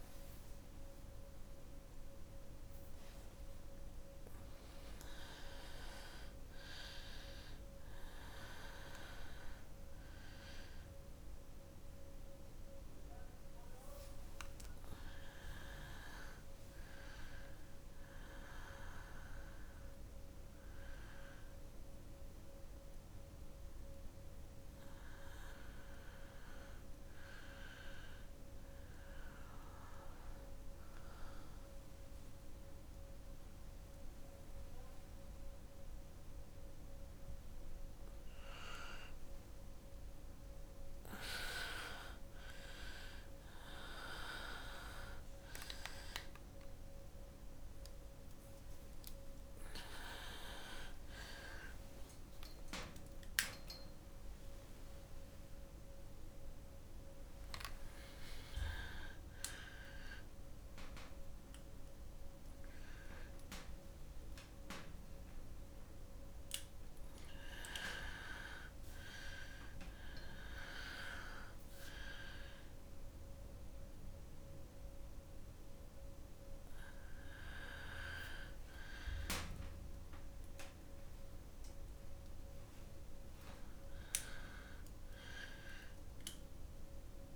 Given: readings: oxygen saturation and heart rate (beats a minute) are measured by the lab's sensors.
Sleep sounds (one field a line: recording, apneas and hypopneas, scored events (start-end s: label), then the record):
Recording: a person awake in a sleep study, by a room microphone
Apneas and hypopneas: none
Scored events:
none scored
From the record:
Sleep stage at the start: awake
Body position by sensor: on the right side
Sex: female